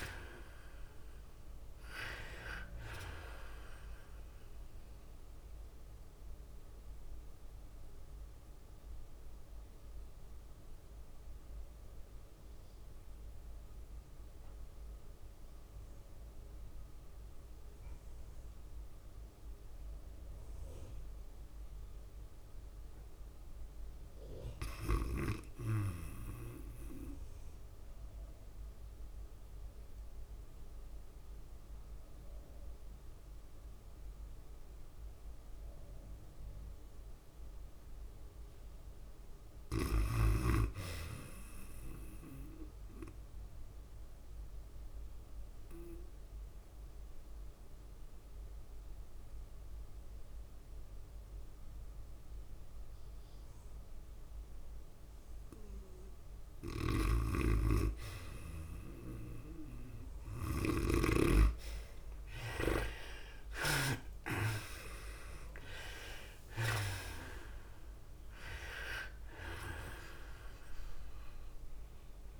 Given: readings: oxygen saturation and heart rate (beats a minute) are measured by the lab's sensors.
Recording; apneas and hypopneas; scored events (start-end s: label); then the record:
breathing in sleep by a room microphone; 2
0.00-13.50 s: drop in pulse transit time (device-marked, heart rate 110 extreme)
0.00-15.50 s: oxygen desaturation (device-marked, oxygen 65% lowest, heart rate 102 extreme)
0.00-42.50 s: tachycardia (device-marked, heart rate 114 extreme)
5.50-22.50 s: obstructive apnea (oxygen 76% before, 61% lowest, heart rate 106 before, 93 extreme, up 0 after)
17.50-53.50 s: oxygen desaturation (device-marked, oxygen 98% before, 66% lowest, heart rate 111 before, 93 extreme)
25.50-29.50 s: arousal
32.50-52.50 s: drop in pulse transit time (device-marked, heart rate 105 before, 93 extreme)
45.00-47.00 s: long interval between heartbeats (device-marked, heart rate 102 before, 93 extreme)
45.50-57.50 s: obstructive apnea (oxygen 98% before, 61% lowest, heart rate 102 before, 97 extreme, up 8 after)
47.50-72.40 s: new sleep stage, REM sleep
49.50-55.50 s: tachycardia (device-marked, heart rate 103 before, 105 extreme)
57.50-61.50 s: snoring (device-marked)
57.50-72.40 s: oxygen desaturation (device-marked, oxygen 74% before, 61% lowest, heart rate 100 before, 96 extreme)
60.50-72.40 s: tachycardia (device-marked, heart rate 103 before, 114 extreme)
62.00-66.00 s: arousal
66.50-72.40 s: drop in pulse transit time (device-marked, heart rate 100 before, 108 extreme)
From the record:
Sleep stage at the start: N2 (light sleep); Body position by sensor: on the back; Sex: female